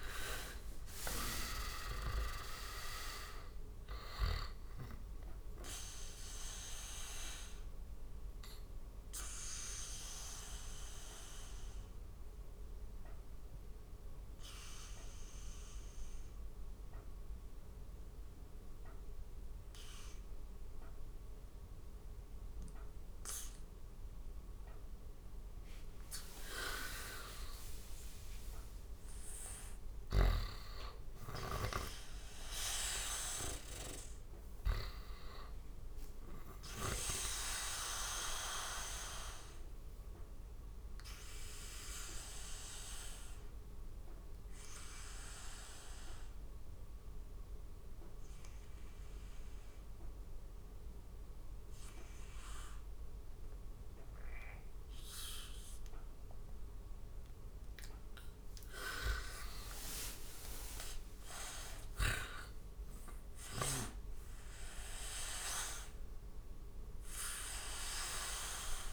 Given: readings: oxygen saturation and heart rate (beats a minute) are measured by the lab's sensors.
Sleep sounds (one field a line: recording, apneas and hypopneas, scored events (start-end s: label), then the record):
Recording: breathing in sleep by a room microphone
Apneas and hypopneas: 2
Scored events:
0.00-1.00 s: long interval between heartbeats (device-marked, heart rate 115 extreme)
0.00-1.50 s: arousal
0.00-19.00 s: oxygen desaturation (device-marked, oxygen 98% before, 92% lowest, heart rate 76 before, 69 extreme)
6.50-24.50 s: obstructive apnea (oxygen 98% before, 87% lowest, heart rate 87 before, 69 extreme, up 13 after)
24.00-31.00 s: oxygen desaturation (device-marked, oxygen 95% before, 92% lowest, heart rate 75 before, 70 extreme)
27.00-32.00 s: arousal
38.00-56.00 s: obstructive apnea (oxygen 97% before, 87% lowest, heart rate 77 before, 70 extreme, up 15 after)
43.00-53.00 s: oxygen desaturation (device-marked, oxygen 96% before, 88% lowest, heart rate 79 before, 70 extreme)
57.50-61.00 s: arousal
63.00-68.93 s: oxygen desaturation (device-marked, oxygen 99% before, 87% lowest, heart rate 78 before, 72 extreme)
From the record:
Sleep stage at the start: N2 (light sleep)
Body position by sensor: on the back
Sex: male